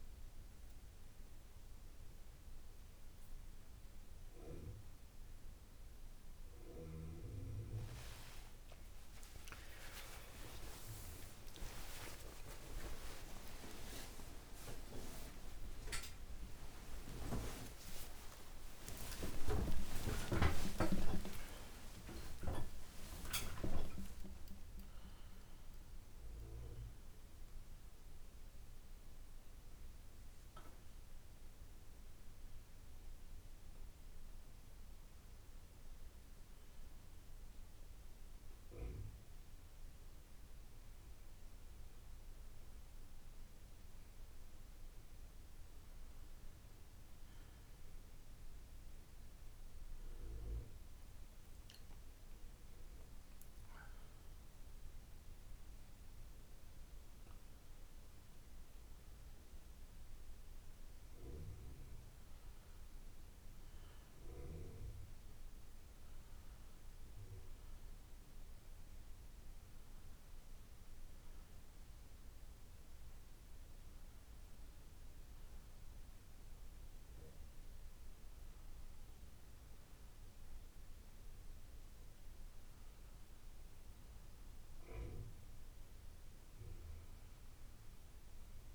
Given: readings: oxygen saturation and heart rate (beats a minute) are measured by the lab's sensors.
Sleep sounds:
breathing in sleep by a room microphone; none
14.50-21.00 s: arousal
From the record:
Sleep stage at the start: N2 (light sleep); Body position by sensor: on the left side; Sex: male

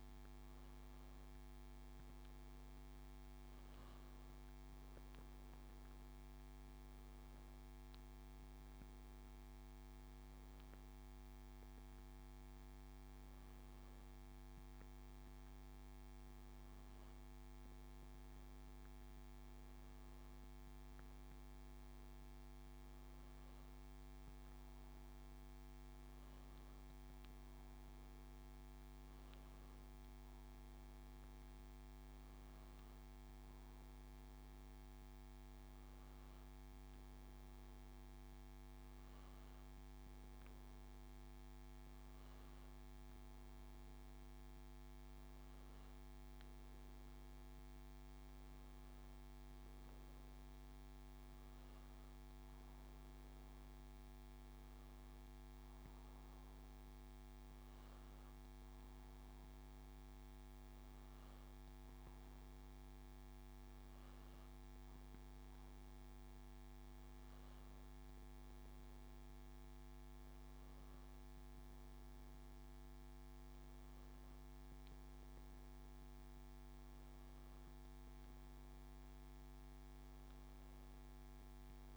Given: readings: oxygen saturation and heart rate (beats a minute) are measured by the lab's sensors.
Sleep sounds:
breathing in sleep, hard to hear, by a microphone on the trachea; none
53.00-81.97 s: new sleep stage, N2 (light sleep)
From the record:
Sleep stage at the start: N1 (lightest sleep); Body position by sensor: on the back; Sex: male

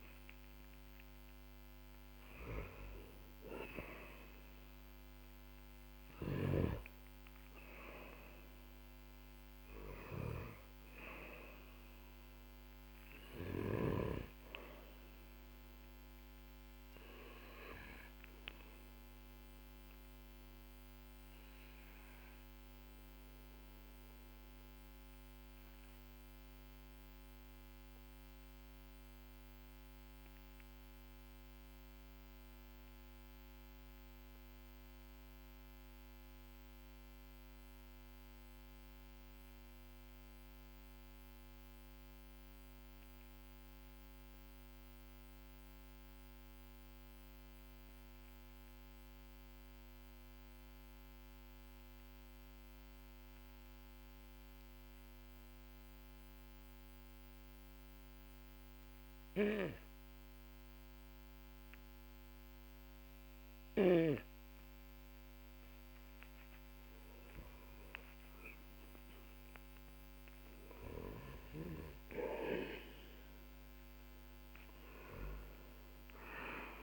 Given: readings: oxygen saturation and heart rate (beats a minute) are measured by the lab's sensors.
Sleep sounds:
breathing in sleep by a microphone on the trachea; 1
6.00-41.00 s: oxygen desaturation (device-marked, oxygen 96% before, 91% lowest, heart rate 55 before, 41 extreme)
19.00-64.50 s: obstructive apnea (oxygen 97% before, 91% lowest, heart rate 54 before, 43 extreme, up 12 after)
58.00-76.82 s: oxygen desaturation (device-marked, oxygen 99% before, 91% lowest, heart rate 55 before, 42 extreme)
66.50-72.50 s: arousal
From the record:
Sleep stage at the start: N2 (light sleep); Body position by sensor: on the back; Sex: male

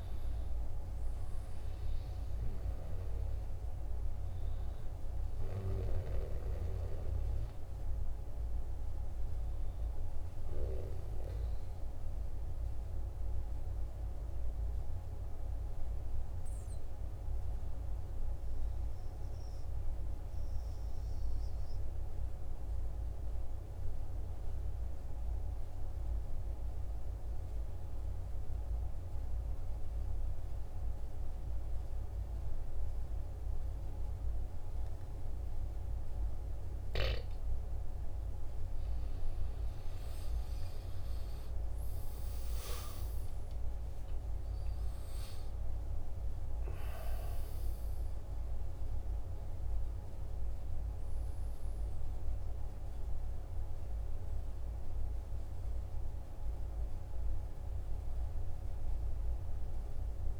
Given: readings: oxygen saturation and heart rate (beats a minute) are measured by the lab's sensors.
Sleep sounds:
breathing in sleep, hard to hear, by a room microphone; 1
16.00-37.50 s: mixed apnea (oxygen 98% before, 94% lowest, heart rate 47 before, 46 extreme, up 5 after)
39.00-44.00 s: arousal
46.00-60.40 s: oxygen desaturation (device-marked, oxygen 97% before, 94% lowest, heart rate 47 before, 45 extreme)
From the record:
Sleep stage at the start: N2 (light sleep); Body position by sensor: on the back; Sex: male

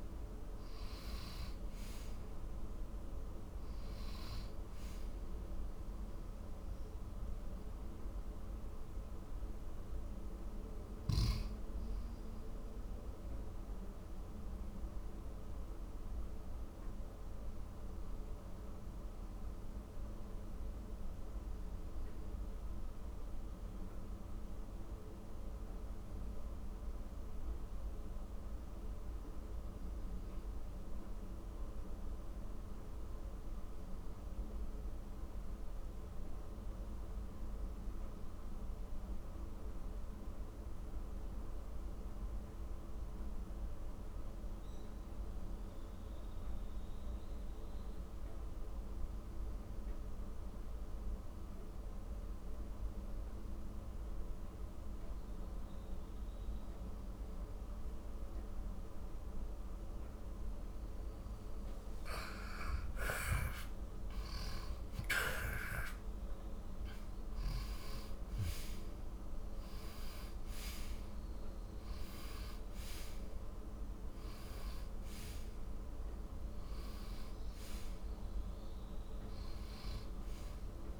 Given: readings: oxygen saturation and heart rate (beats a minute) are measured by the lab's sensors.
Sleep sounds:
breathing in sleep, hard to hear, by a room microphone; 1
0.00-25.00 s: oxygen desaturation (device-marked, oxygen 85% lowest, heart rate 48 extreme)
12.00-59.50 s: mixed apnea (oxygen 95% before, 85% lowest, heart rate 71 before, 48 extreme, up 11 after)
54.00-81.00 s: oxygen desaturation (device-marked, oxygen 97% before, 85% lowest, heart rate 55 before, 48 extreme)
61.00-66.00 s: arousal
From the record:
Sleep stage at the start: N2 (light sleep); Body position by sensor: on the back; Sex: male

